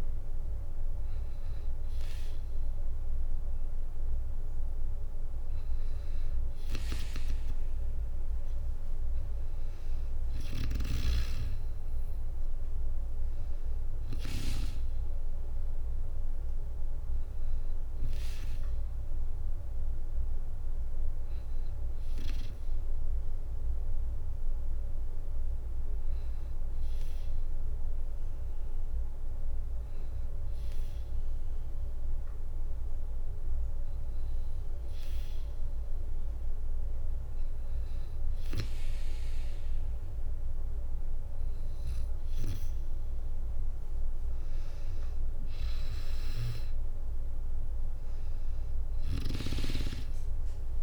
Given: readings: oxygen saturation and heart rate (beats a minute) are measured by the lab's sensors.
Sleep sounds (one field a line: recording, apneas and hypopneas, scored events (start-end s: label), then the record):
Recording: breathing in sleep by a room microphone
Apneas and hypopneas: 1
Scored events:
9.00-13.00 s: arousal
23.00-34.50 s: hypopnea (oxygen 97% before, 93% lowest, heart rate 64 before, 61 extreme, up 2 after)
37.50-40.00 s: arousal
42.00-50.83 s: oxygen desaturation (device-marked, oxygen 97% before, 93% lowest, heart rate 61 before, 60 extreme)
From the record:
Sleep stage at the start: N2 (light sleep)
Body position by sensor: on the back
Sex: female